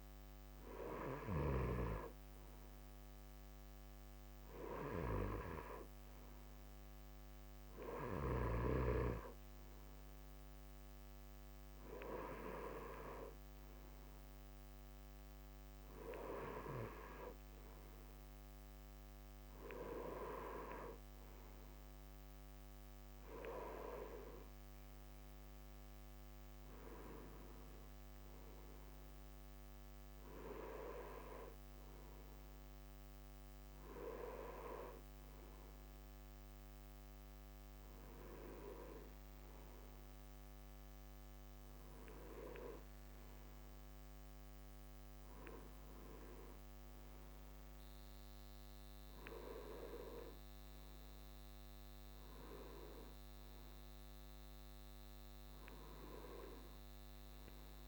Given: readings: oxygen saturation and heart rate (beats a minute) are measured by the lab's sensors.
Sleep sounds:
breathing in sleep by a microphone on the trachea; none
none scored
From the record:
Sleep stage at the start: N2 (light sleep); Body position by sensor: on the right side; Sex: male

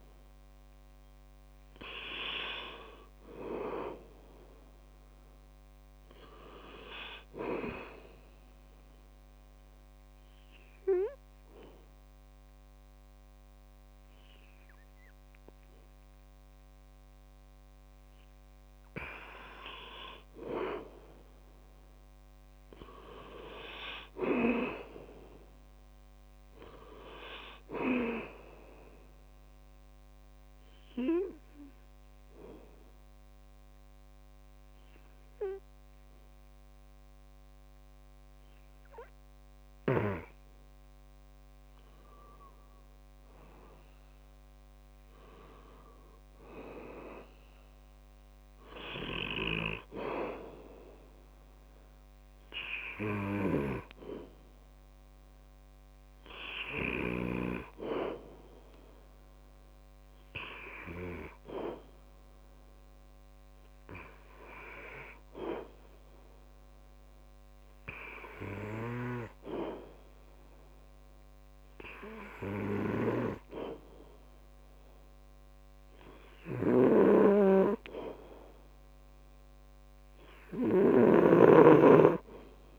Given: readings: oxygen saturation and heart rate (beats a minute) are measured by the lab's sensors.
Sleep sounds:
breathing in sleep by a microphone on the trachea; 3
8.00-19.00 s: obstructive apnea (oxygen 96% before, 94% lowest, heart rate 70 before, 63 extreme, up 6 after)
21.00-25.00 s: arousal
31.00-42.50 s: obstructive apnea (oxygen 98% before, 94% lowest, heart rate 66 before, 65 extreme, up 9 after)
44.50-49.00 s: arousal
53.00-65.00 s: oxygen desaturation (device-marked, oxygen 98% before, 94% lowest, heart rate 68 before, 65 extreme)
58.50-73.50 s: hypopnea (oxygen 98% before, 94% lowest, heart rate 70 before, 65 extreme, up 5 after)
76.00-78.50 s: arousal
From the record:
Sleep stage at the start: N2 (light sleep); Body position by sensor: on the back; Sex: male

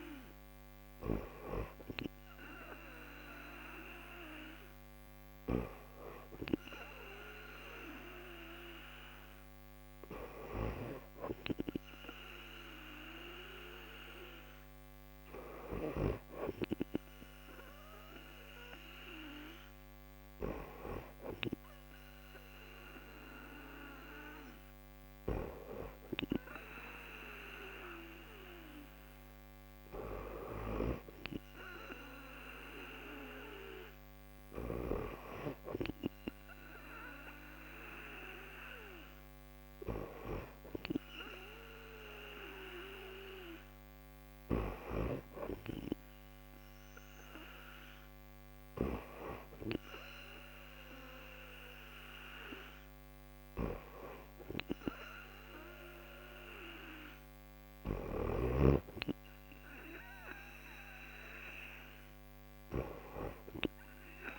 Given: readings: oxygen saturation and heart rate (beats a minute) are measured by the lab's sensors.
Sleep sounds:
breathing in sleep by a microphone on the trachea; none
none scored
From the record:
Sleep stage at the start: N2 (light sleep); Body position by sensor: on the back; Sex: female

